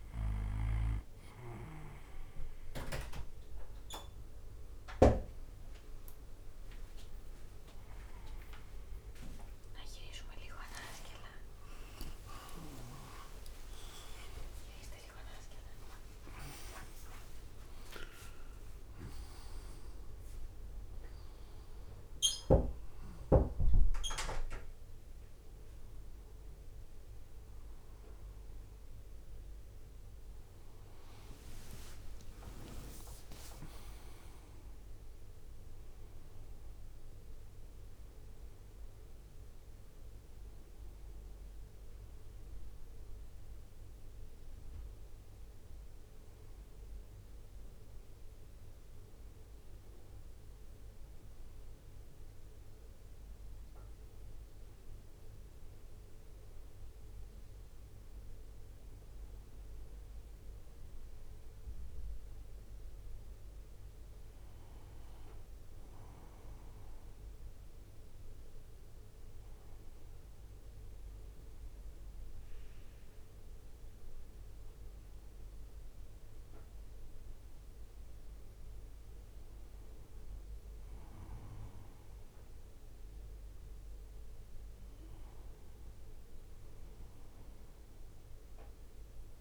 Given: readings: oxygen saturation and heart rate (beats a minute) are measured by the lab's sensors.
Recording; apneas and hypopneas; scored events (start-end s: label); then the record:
a person awake in a sleep study, by a room microphone; none
13.00-45.00 s: drop in pulse transit time (device-marked, heart rate 68 before, 73 extreme)
13.00-73.00 s: new sleep stage, awake
73.00-89.41 s: new sleep stage, N2 (light sleep)
From the record:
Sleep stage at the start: N2 (light sleep); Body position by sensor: on the right side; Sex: male